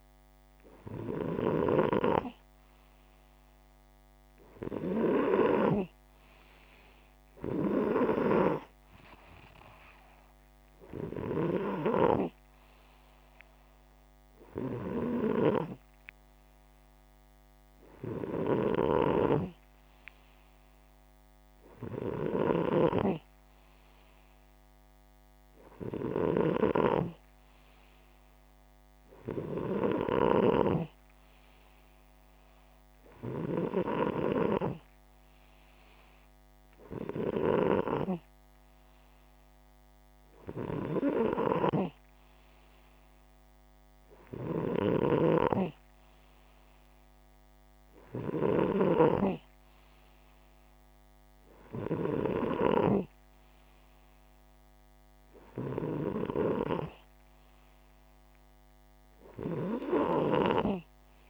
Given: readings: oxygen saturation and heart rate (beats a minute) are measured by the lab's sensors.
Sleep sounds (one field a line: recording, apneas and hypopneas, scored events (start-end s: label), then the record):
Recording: breathing in sleep by a microphone on the trachea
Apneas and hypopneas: none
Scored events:
0.00-1.00 s: snoring (device-marked)
0.00-5.50 s: oxygen desaturation (device-marked, oxygen 92% lowest, heart rate 62 extreme)
18.00-30.00 s: snoring (device-marked)
44.00-51.50 s: snoring (device-marked)
From the record:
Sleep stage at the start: N2 (light sleep)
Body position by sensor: upright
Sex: male